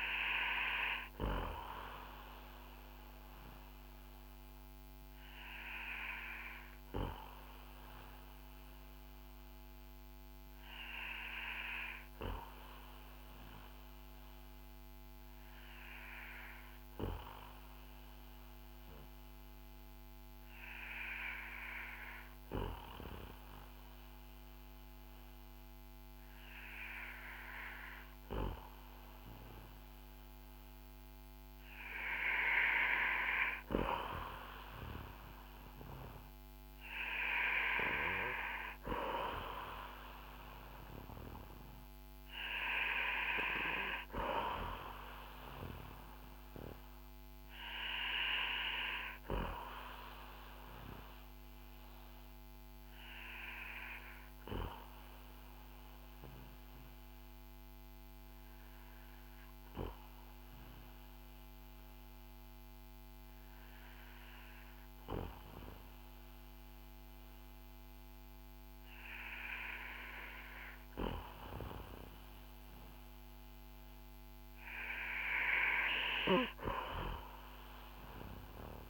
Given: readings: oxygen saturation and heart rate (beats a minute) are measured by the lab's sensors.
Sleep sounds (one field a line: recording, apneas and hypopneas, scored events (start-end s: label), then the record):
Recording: breathing in sleep by a microphone on the trachea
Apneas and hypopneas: 2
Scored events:
4.00-35.50 s: hypopnea (oxygen 96% before, 92% lowest, heart rate 57 before, 52 extreme, up 8 after)
36.00-41.50 s: arousal
52.50-74.50 s: obstructive apnea (oxygen 95% before, 93% lowest, heart rate 57 before, 47 extreme, up 4 after)
77.50-78.90 s: arousal
From the record:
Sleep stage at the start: N2 (light sleep)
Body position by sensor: on the back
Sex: male